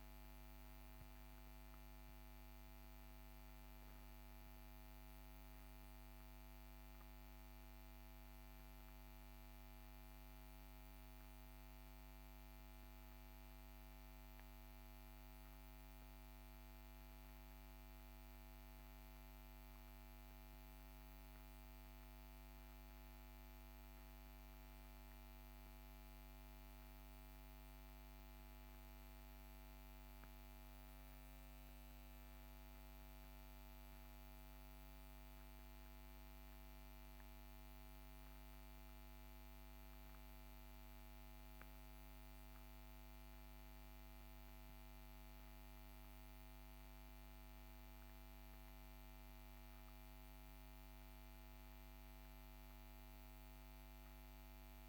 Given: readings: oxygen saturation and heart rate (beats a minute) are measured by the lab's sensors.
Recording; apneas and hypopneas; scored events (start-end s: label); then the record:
breathing in sleep, hard to hear, by a microphone on the trachea; none
none scored
From the record:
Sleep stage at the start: N1 (lightest sleep); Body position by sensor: on the back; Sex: male